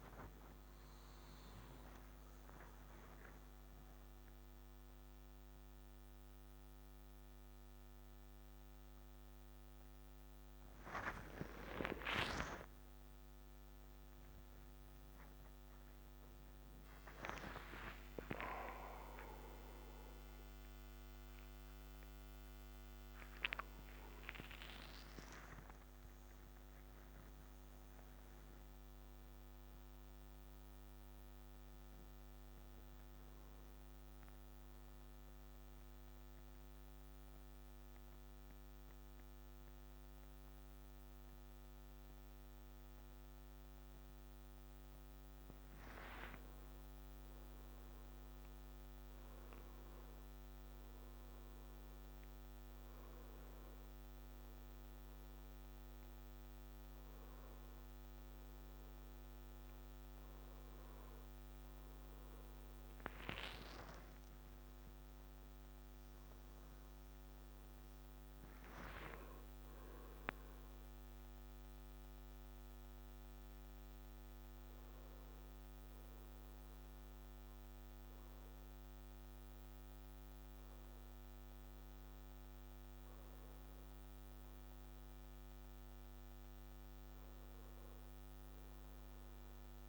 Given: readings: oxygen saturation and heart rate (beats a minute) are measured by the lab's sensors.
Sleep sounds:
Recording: a person partly awake in a sleep study, by a microphone on the trachea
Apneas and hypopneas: 1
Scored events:
22.50-82.50 s: new sleep stage, N1 (lightest sleep)
35.00-45.50 s: obstructive apnea (oxygen 98% before, 94% lowest, heart rate 93 before, 63 extreme, up 0 after)
48.00-51.50 s: arousal
53.50-64.50 s: oxygen desaturation (device-marked, oxygen 97% before, 94% lowest, heart rate 72 before, 65 extreme)
64.50-68.50 s: arousal
82.50-89.88 s: new sleep stage, N2 (light sleep)
From the record:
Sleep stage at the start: awake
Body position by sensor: on the back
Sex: male

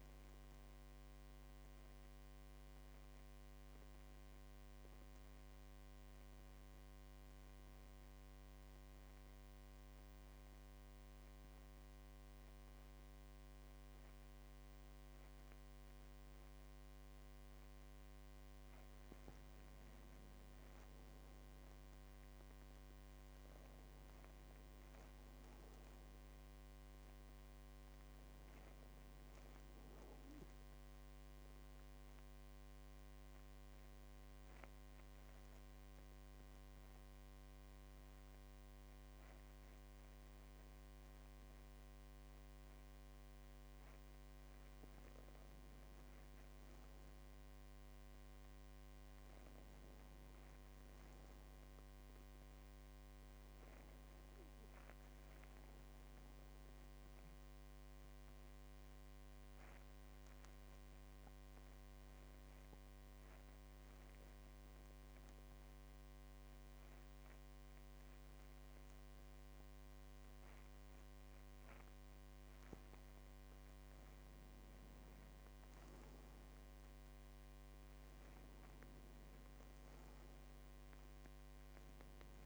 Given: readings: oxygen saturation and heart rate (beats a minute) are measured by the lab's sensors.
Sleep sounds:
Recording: breathing in sleep, hard to hear, by a microphone on the trachea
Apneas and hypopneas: 3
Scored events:
1.50-18.50 s: mixed apnea (oxygen 99% before, 93% lowest, heart rate 56 before, 48 extreme, up 8 after)
18.00-41.00 s: oxygen desaturation (device-marked, oxygen 99% before, 93% lowest, heart rate 51 before, 49 extreme)
20.00-23.00 s: arousal
30.00-43.50 s: obstructive apnea (oxygen 99% before, 92% lowest, heart rate 52 before, 49 extreme, up 6 after)
45.00-49.50 s: arousal
57.50-72.50 s: mixed apnea (oxygen 98% before, 90% lowest, heart rate 53 before, 48 extreme, up 9 after)
75.00-79.00 s: arousal
79.00-82.46 s: oxygen desaturation (device-marked, oxygen 97% before, 92% lowest, heart rate 51 before, 47 extreme)
From the record:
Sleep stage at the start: N2 (light sleep)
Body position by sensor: on the back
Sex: male

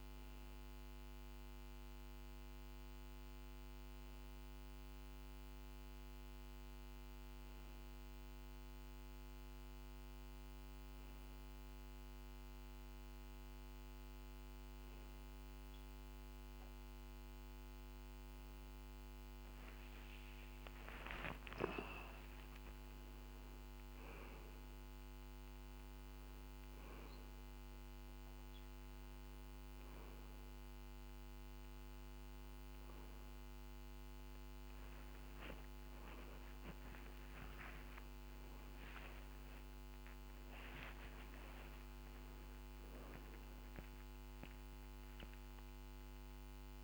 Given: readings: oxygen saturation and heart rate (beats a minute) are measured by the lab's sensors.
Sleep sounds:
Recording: a person partly awake in a sleep study, hard to hear, by a microphone on the trachea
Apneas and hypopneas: none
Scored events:
24.50-46.84 s: new sleep stage, awake
From the record:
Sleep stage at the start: N2 (light sleep)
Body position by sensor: on the back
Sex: male

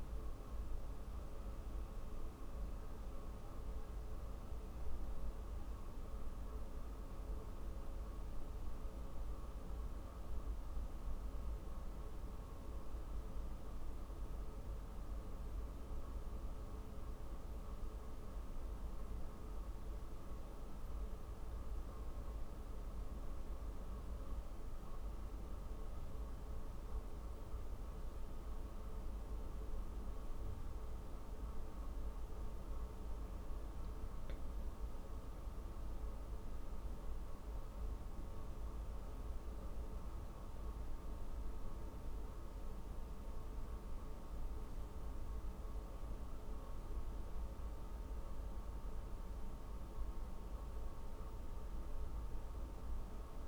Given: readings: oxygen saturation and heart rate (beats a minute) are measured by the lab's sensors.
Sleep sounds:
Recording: a person partly awake in a sleep study, hard to hear, by a room microphone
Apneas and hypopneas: none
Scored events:
21.50-51.50 s: new sleep stage, N1 (lightest sleep)
51.50-53.48 s: new sleep stage, N2 (light sleep)
From the record:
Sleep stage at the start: awake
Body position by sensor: on the back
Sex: female

